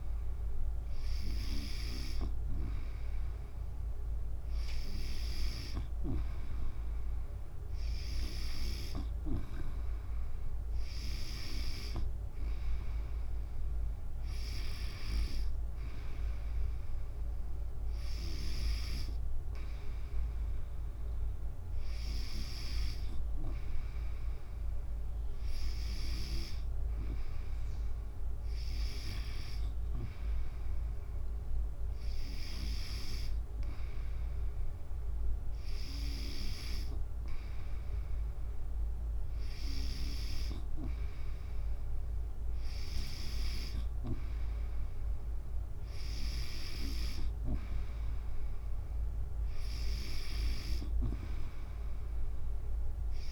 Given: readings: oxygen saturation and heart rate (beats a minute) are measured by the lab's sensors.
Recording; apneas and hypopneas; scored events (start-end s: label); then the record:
breathing in sleep by a room microphone; none
none scored
From the record:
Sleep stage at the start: N3 (deep sleep); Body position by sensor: on the back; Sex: female